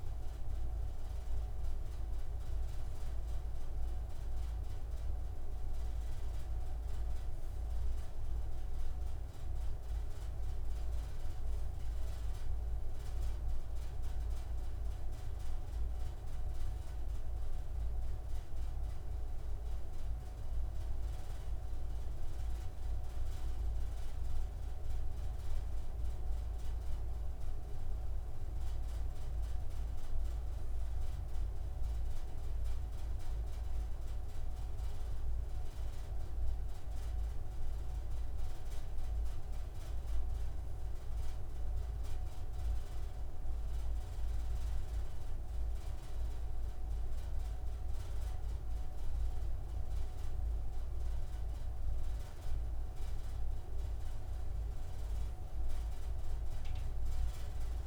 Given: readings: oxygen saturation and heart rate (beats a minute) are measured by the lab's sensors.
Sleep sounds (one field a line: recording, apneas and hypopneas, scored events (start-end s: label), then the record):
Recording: breathing in sleep, hard to hear, by a room microphone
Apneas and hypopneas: none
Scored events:
none scored
From the record:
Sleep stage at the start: N2 (light sleep)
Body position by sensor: on the right side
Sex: male